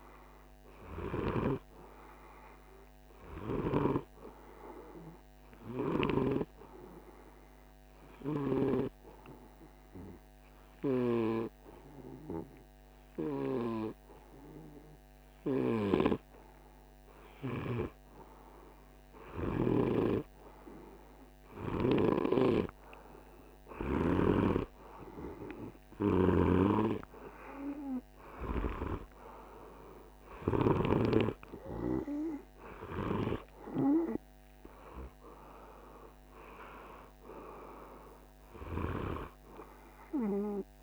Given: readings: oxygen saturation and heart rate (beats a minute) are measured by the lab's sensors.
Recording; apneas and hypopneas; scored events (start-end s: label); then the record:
breathing in sleep by a microphone on the trachea; 1
4.50-16.50 s: hypopnea (oxygen 98% before, 96% lowest, heart rate 51 before, 49 extreme, up 2 after)
18.00-22.00 s: arousal
25.50-30.50 s: snoring (device-marked)
From the record:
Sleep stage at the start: N2 (light sleep); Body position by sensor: on the right side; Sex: male